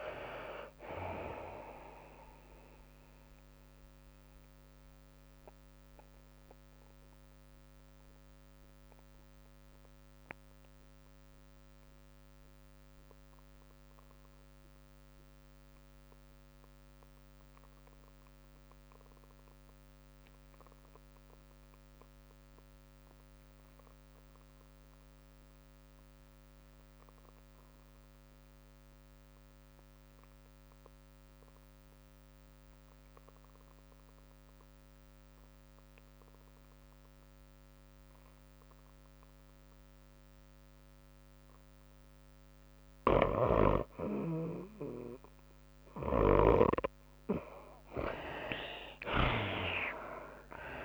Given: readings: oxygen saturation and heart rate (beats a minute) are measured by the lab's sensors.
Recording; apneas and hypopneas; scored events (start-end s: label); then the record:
breathing in sleep by a microphone on the trachea; 1
0.00-12.00 s: drop in pulse transit time (device-marked, heart rate 106 extreme)
0.00-16.00 s: oxygen desaturation (device-marked, oxygen 65% lowest, heart rate 100 extreme)
0.00-38.00 s: tachycardia (device-marked, heart rate 115 extreme)
3.00-42.50 s: mixed apnea (oxygen 94% before, 61% lowest, heart rate 104 before, 96 extreme, up 2 after)
18.00-50.85 s: oxygen desaturation (device-marked, oxygen 98% before, 61% lowest, heart rate 112 before, 96 extreme)
44.50-48.00 s: arousal
47.00-50.85 s: tachycardia (device-marked, heart rate 105 before, 116 extreme)
From the record:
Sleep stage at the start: REM sleep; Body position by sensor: on the back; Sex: female